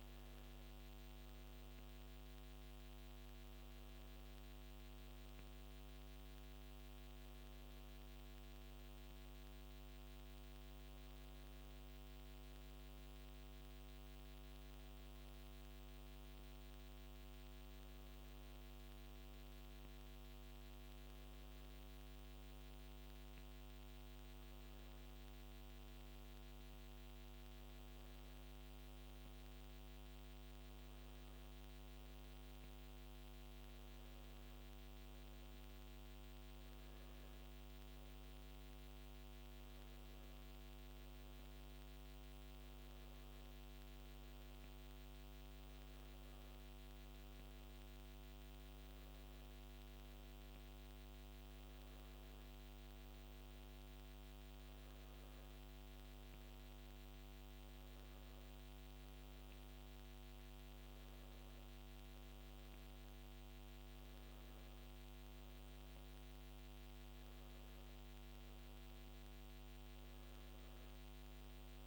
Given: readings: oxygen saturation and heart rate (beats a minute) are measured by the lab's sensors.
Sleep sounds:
breathing in sleep, hard to hear, by a microphone on the trachea; none
none scored
From the record:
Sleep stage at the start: N2 (light sleep); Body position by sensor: on the back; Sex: male

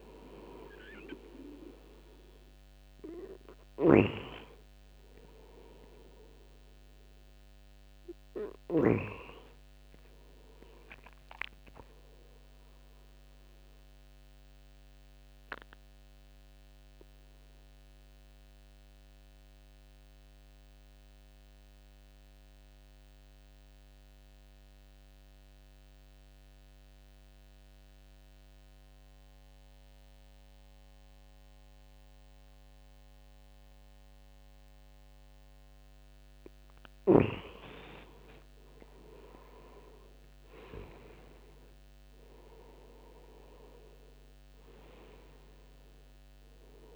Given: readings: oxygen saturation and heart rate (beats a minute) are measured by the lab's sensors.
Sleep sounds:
breathing in sleep by a microphone on the trachea; 1
0.00-8.50 s: oxygen desaturation (device-marked, oxygen 94% lowest, heart rate 70 extreme)
13.50-23.50 s: oxygen desaturation (device-marked, oxygen 95% before, 92% lowest, heart rate 80 before, 70 extreme)
14.50-35.50 s: obstructive apnea (oxygen 98% before, 90% lowest, heart rate 80 before, 70 extreme, up 11 after)
37.50-46.96 s: oxygen desaturation (device-marked, oxygen 98% before, 90% lowest, heart rate 74 before, 70 extreme)
39.00-43.00 s: arousal
From the record:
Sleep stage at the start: N2 (light sleep); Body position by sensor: on the right side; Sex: male

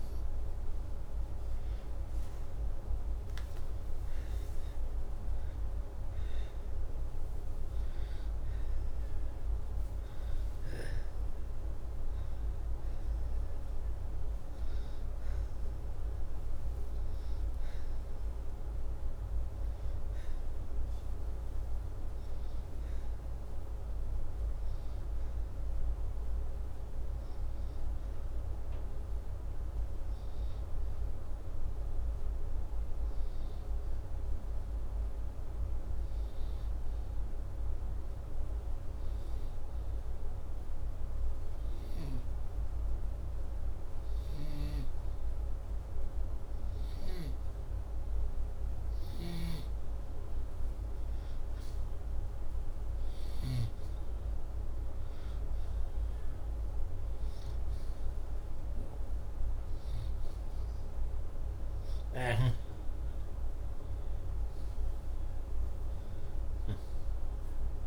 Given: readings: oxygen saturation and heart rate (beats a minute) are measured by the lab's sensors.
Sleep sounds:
breathing in sleep, hard to hear, by a room microphone; none
1.00-4.00 s: arousal
47.50-67.87 s: oxygen desaturation (device-marked, oxygen 97% before, 93% lowest, heart rate 81 before, 82 extreme)
63.50-67.50 s: arousal
From the record:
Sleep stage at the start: N2 (light sleep); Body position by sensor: upright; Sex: male

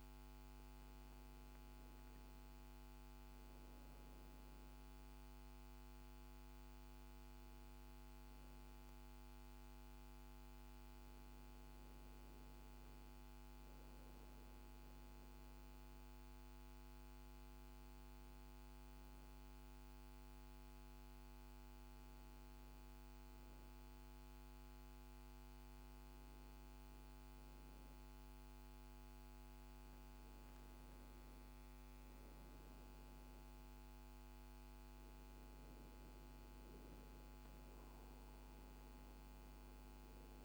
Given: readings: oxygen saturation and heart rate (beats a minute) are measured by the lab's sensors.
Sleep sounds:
breathing in sleep, hard to hear, by a microphone on the trachea; none
none scored
From the record:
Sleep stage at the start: N1 (lightest sleep); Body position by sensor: on the back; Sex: female

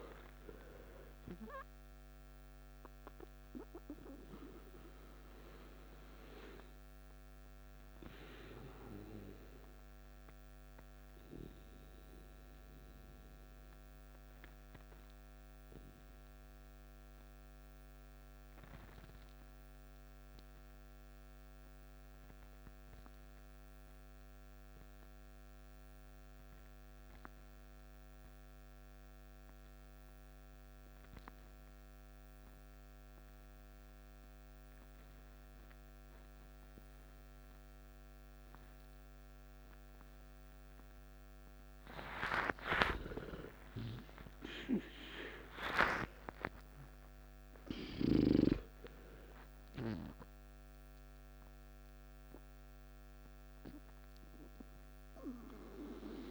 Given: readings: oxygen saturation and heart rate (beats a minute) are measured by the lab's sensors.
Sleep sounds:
breathing in sleep by a microphone on the trachea; 1
0.00-23.00 s: oxygen desaturation (device-marked, oxygen 87% lowest, heart rate 52 extreme)
4.00-42.50 s: obstructive apnea (oxygen 97% before, 87% lowest, heart rate 61 before, 52 extreme, up 11 after)
42.00-56.31 s: oxygen desaturation (device-marked, oxygen 97% before, 89% lowest, heart rate 56 before, 54 extreme)
43.00-47.50 s: arousal
From the record:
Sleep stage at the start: N2 (light sleep); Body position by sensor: on the back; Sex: male

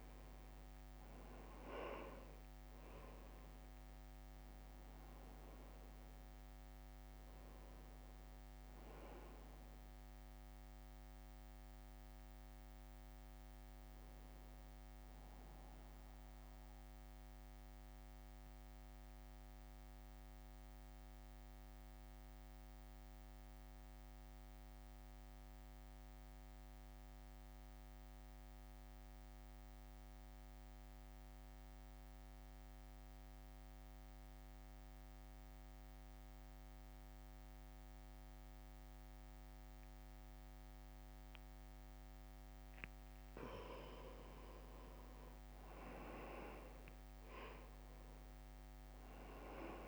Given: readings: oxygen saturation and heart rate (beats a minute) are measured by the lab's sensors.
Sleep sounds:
breathing in sleep by a microphone on the trachea; 1
0.00-2.50 s: arousal
0.00-17.00 s: drop in pulse transit time (device-marked, heart rate 60 before, 57 extreme)
0.00-31.00 s: oxygen desaturation (device-marked, oxygen 84% lowest, heart rate 57 extreme)
15.50-43.00 s: mixed apnea (oxygen 95% before, 84% lowest, heart rate 60 before, 60 extreme, up 1 after)
44.00-49.88 s: oxygen desaturation (device-marked, oxygen 98% before, 89% lowest, heart rate 66 before, 59 extreme)
45.00-49.00 s: arousal
48.00-49.88 s: drop in pulse transit time (device-marked, heart rate 66 before, 62 extreme)
From the record:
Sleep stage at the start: N2 (light sleep); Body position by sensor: on the right side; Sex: male

